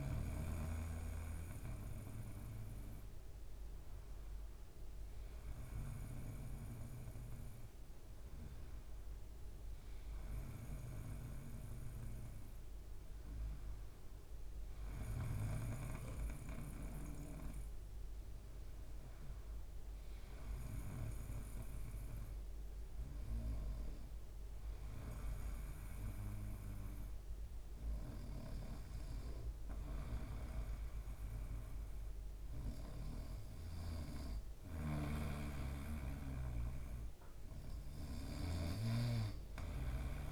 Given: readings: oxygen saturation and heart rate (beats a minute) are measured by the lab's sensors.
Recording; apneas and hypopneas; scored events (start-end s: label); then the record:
breathing in sleep by a room microphone; none
33.00-38.00 s: snoring (device-marked)
From the record:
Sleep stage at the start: N2 (light sleep); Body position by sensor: on the right side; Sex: male